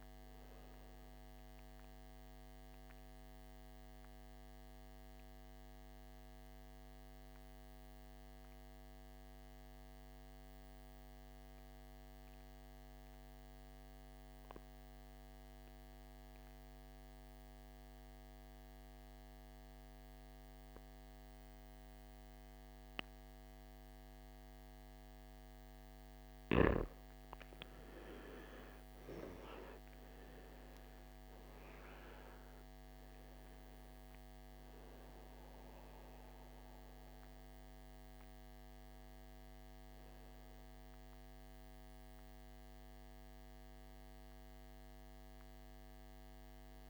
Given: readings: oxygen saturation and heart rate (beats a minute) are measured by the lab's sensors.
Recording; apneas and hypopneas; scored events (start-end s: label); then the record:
breathing in sleep, hard to hear, by a microphone on the trachea; 1
0.00-13.50 s: oxygen desaturation (device-marked, oxygen 90% lowest, heart rate 54 extreme)
3.50-27.00 s: mixed apnea (oxygen 97% before, 83% lowest, heart rate 61 before, 55 extreme, up 14 after)
26.50-46.90 s: oxygen desaturation (device-marked, oxygen 97% before, 83% lowest, heart rate 57 before, 53 extreme)
29.50-34.50 s: arousal
From the record:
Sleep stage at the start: N2 (light sleep); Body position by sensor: on the back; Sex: male